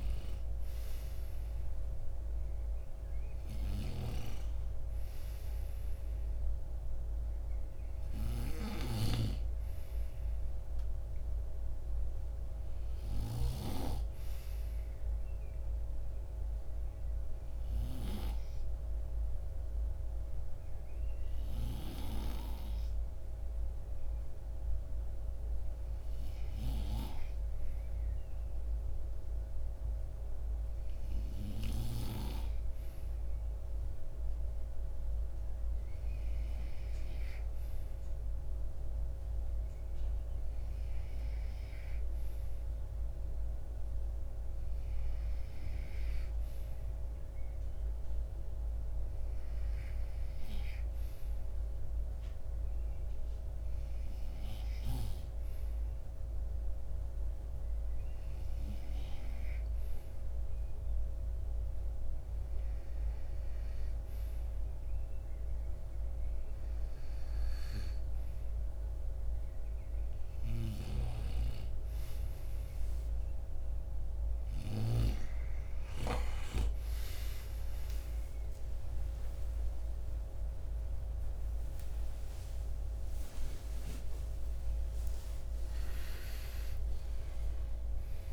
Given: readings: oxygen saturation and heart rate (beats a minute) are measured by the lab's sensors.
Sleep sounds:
breathing in sleep by a room microphone; 1
0.00-13.00 s: snoring (device-marked)
17.00-66.50 s: hypopnea (oxygen 91% before, 91% lowest, heart rate 58 before, 52 extreme, up 4 after)
70.00-74.50 s: snoring (device-marked)
80.00-86.00 s: arousal
From the record:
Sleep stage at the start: N2 (light sleep); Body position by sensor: on the right side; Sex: male

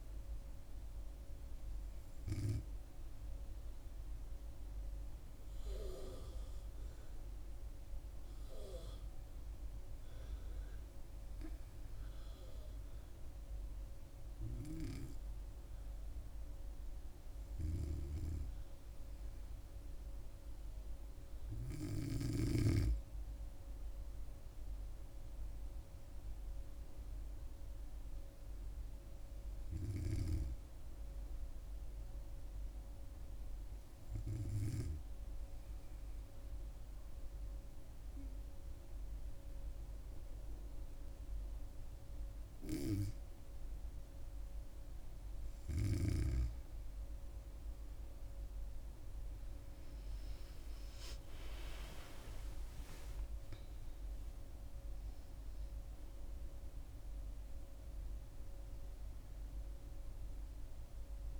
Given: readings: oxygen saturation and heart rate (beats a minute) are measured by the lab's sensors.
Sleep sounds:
breathing in sleep by a room microphone; 1
25.50-29.00 s: arousal
34.00-45.00 s: obstructive apnea (oxygen 97% before, 92% lowest, heart rate 69 before, 68 extreme, up 5 after)
47.00-50.50 s: arousal
From the record:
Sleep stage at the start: N2 (light sleep); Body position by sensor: on the back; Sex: female

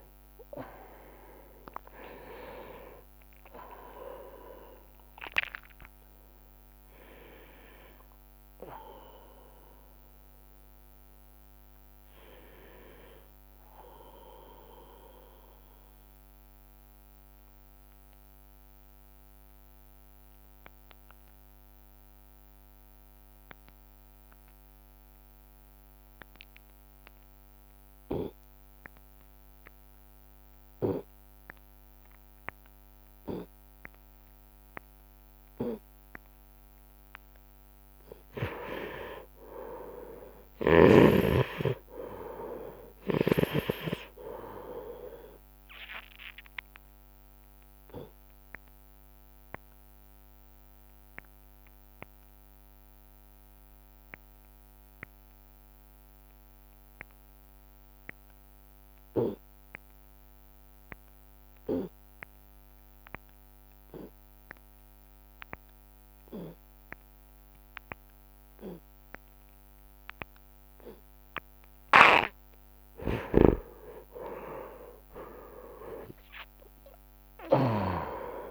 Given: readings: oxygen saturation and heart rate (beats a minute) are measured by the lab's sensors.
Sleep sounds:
breathing in sleep by a microphone on the trachea; 2
16.50-36.00 s: obstructive apnea (oxygen 98% before, 87% lowest)
23.50-32.50 s: oxygen desaturation (device-marked, oxygen 96% before, 88% lowest)
38.00-42.50 s: arousal
40.50-44.00 s: snoring (device-marked)
45.50-64.50 s: oxygen desaturation (device-marked, oxygen 99% before, 87% lowest)
49.50-70.50 s: obstructive apnea (oxygen 100% before, 85% lowest)
72.50-77.00 s: arousal
73.50-78.50 s: snoring (device-marked)
From the record:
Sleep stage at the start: N2 (light sleep); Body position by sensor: on the right side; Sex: male

